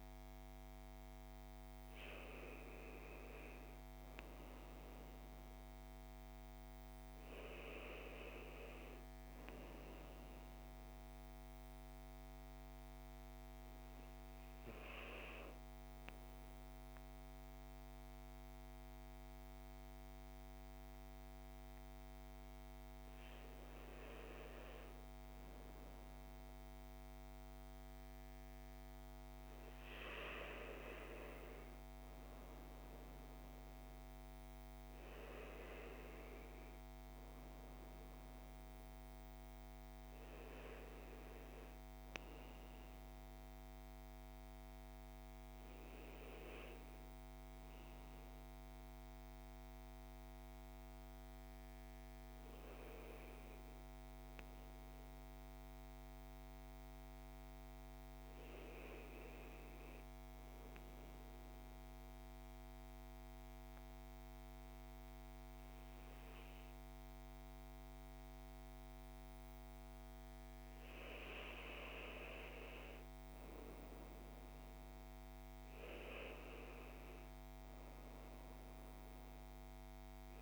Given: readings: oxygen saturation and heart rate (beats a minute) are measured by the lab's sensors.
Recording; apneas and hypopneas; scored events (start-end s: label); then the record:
breathing in sleep by a microphone on the trachea; 1
48.50-70.50 s: obstructive apnea (oxygen 97% before, 93% lowest, heart rate 60 before, 57 extreme, up 6 after)
73.00-75.50 s: arousal
From the record:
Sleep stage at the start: N1 (lightest sleep); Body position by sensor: on the back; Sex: male